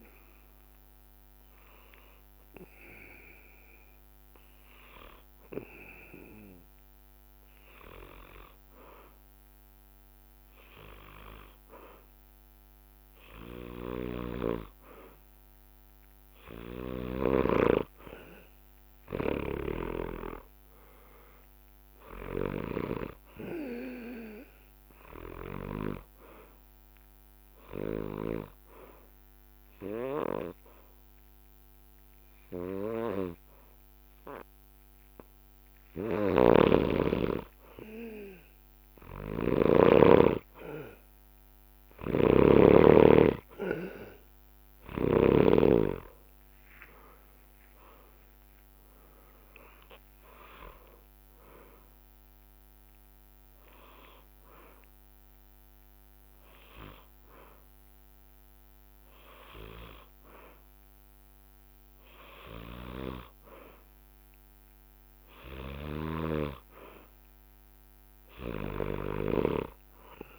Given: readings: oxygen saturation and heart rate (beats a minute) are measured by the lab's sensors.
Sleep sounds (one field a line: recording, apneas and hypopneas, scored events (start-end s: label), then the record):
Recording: breathing in sleep by a microphone on the trachea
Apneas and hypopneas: 3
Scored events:
0.00-4.50 s: drop in pulse transit time (device-marked, heart rate 65 extreme)
2.00-14.50 s: hypopnea (oxygen 96% before, 93% lowest, heart rate 68 before, 59 extreme, up 4 after)
16.00-20.00 s: arousal
16.50-22.50 s: snoring (device-marked)
17.50-26.50 s: drop in pulse transit time (device-marked, heart rate 67 before, 63 extreme)
19.50-21.50 s: long interval between heartbeats (device-marked, heart rate 66 before, 68 extreme)
22.50-46.50 s: oxygen desaturation (device-marked, oxygen 96% before, 93% lowest, heart rate 66 before, 59 extreme)
26.50-30.50 s: bradycardia (device-marked, heart rate 71 before, 59 extreme)
29.00-42.00 s: hypopnea (oxygen 96% before, 93% lowest, heart rate 67 before, 60 extreme, up 12 after)
36.00-39.50 s: snoring (device-marked)
41.50-45.00 s: snoring (device-marked)
46.00-50.00 s: arousal
53.50-64.00 s: hypopnea (oxygen 96% before, 93% lowest, heart rate 67 before, 60 extreme, up 11 after)
53.50-68.50 s: oxygen desaturation (device-marked, oxygen 96% before, 93% lowest, heart rate 67 before, 60 extreme)
65.50-69.50 s: snoring (device-marked)
66.50-70.00 s: arousal
From the record:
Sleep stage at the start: N2 (light sleep)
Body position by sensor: on the back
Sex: male